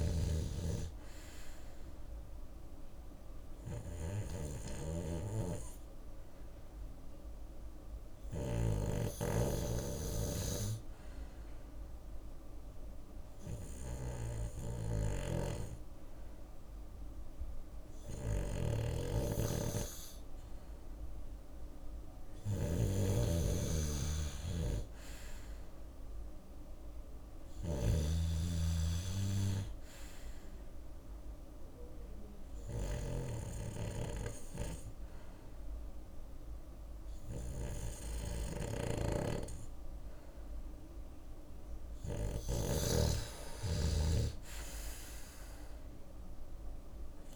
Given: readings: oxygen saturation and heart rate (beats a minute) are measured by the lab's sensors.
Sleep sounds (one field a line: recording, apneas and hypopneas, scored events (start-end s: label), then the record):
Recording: breathing in sleep by a room microphone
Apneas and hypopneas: 2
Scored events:
0.00-8.00 s: snoring (device-marked)
0.00-19.00 s: oxygen desaturation (device-marked, oxygen 93% lowest, heart rate 63 extreme)
3.50-21.00 s: obstructive apnea (oxygen 97% before, 93% lowest, heart rate 65 before, 63 extreme, up 3 after)
14.00-27.00 s: snoring (device-marked)
23.50-27.00 s: arousal
32.00-43.00 s: mixed apnea (oxygen 96% before, 93% lowest, heart rate 66 before, 60 extreme, up 6 after)
38.00-47.00 s: snoring (device-marked)
46.00-47.35 s: arousal
From the record:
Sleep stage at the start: N2 (light sleep)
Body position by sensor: on the left side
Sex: male